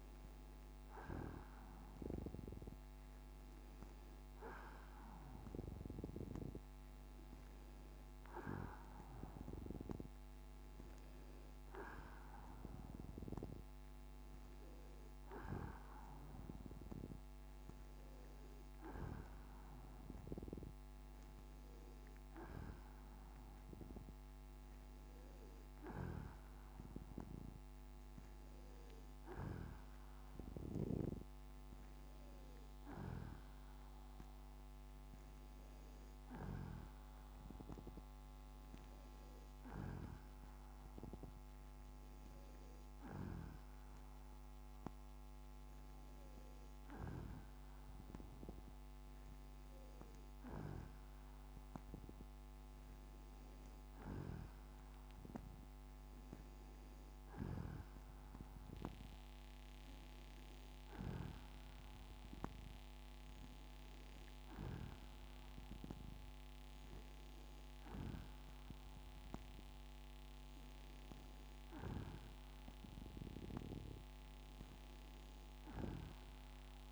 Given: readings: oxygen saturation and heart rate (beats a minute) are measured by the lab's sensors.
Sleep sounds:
a person partly awake in a sleep study, by a microphone on the trachea; none
26.00-76.92 s: new sleep stage, N2 (light sleep)
From the record:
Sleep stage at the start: awake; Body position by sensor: on the back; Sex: female

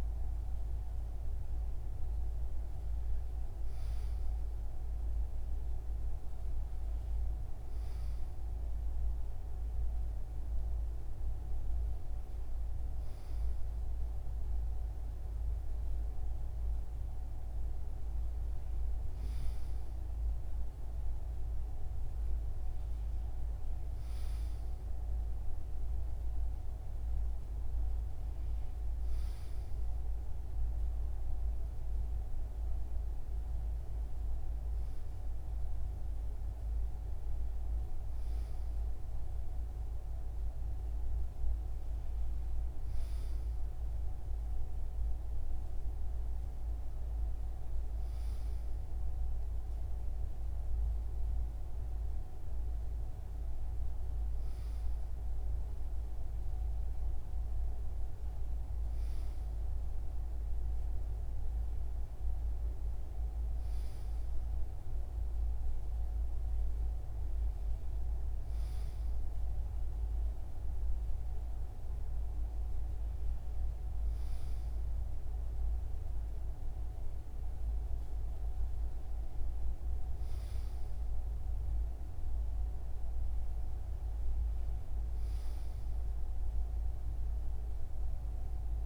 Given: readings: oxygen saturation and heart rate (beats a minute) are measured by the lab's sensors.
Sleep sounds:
breathing in sleep, hard to hear, by a room microphone; none
none scored
From the record:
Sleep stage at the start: N2 (light sleep); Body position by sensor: on the right side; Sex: male

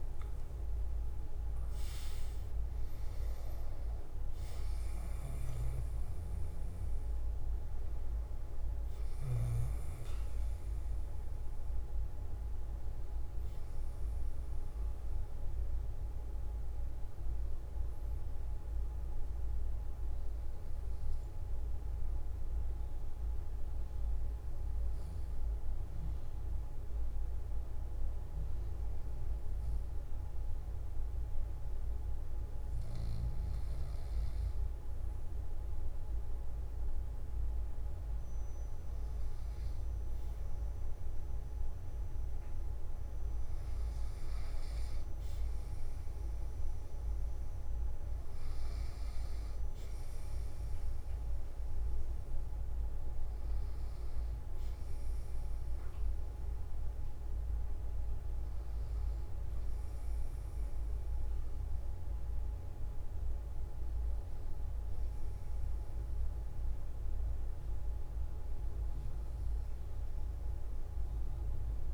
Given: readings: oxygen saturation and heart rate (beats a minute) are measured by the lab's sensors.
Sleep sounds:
breathing in sleep, hard to hear, by a room microphone; 1
21.50-34.00 s: obstructive apnea (oxygen 99% before, 96% lowest, heart rate 62 before, 54 extreme, up 5 after)
From the record:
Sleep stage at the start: N1 (lightest sleep); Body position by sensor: on the back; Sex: male

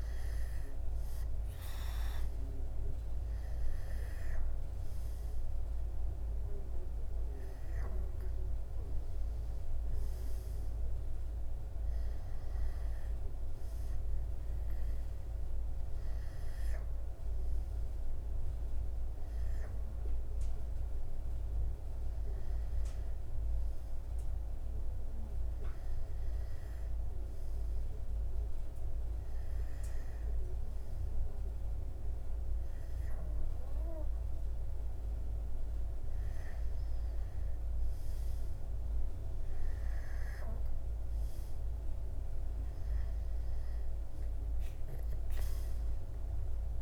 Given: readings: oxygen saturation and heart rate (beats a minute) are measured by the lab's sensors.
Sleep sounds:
breathing in sleep, hard to hear, by a room microphone; none
35.00-46.82 s: oxygen desaturation (device-marked, oxygen 95% before, 92% lowest, heart rate 65 before, 64 extreme)
From the record:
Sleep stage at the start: N2 (light sleep); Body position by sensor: on the back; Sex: male

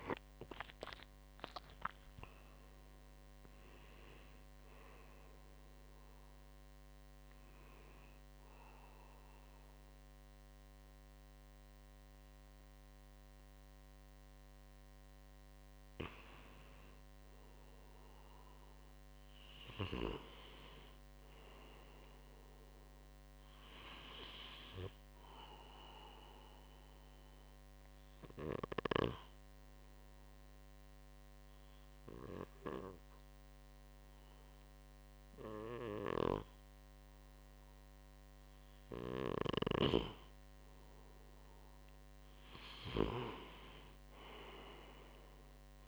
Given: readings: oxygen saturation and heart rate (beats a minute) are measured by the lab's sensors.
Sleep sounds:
breathing in sleep by a microphone on the trachea; 1
0.00-6.00 s: oxygen desaturation (device-marked, oxygen 95% lowest, heart rate 69 extreme)
26.50-39.00 s: obstructive apnea (oxygen 98% before, 93% lowest, heart rate 70 before, 67 extreme, up 1 after)
41.50-45.88 s: arousal
From the record:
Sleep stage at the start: N2 (light sleep); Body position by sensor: on the right side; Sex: male

